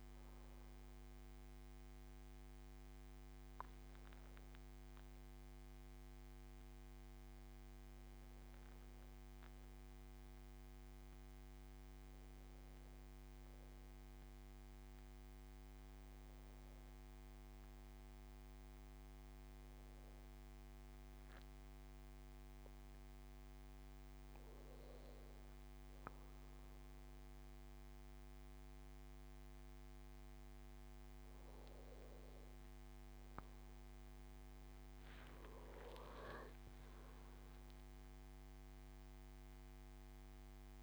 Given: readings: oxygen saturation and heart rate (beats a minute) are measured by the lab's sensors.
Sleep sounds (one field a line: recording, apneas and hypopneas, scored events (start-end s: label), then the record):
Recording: breathing in sleep, hard to hear, by a microphone on the trachea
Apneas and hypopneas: 1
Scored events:
3.50-21.00 s: obstructive apnea (oxygen 97% before, 95% lowest, heart rate 78 before, 77 extreme, up 6 after)
23.50-27.50 s: arousal
From the record:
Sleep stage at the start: N2 (light sleep)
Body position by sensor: on the back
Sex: male